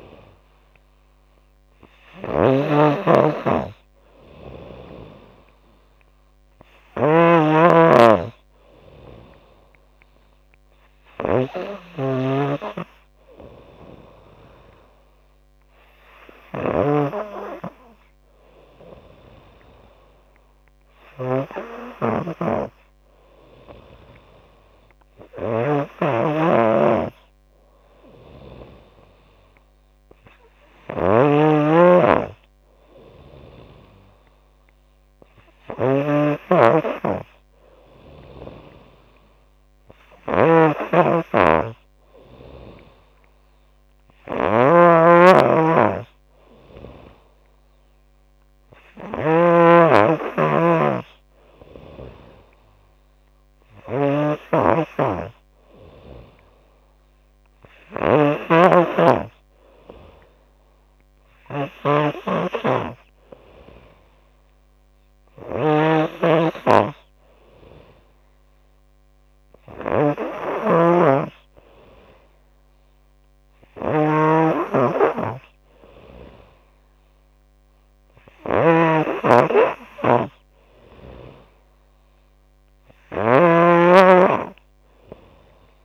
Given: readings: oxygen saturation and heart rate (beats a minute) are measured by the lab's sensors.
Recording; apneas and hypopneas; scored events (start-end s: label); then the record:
breathing in sleep by a microphone on the trachea; none
0.00-85.85 s: snoring (device-marked)
From the record:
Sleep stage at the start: N3 (deep sleep); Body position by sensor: on the back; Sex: female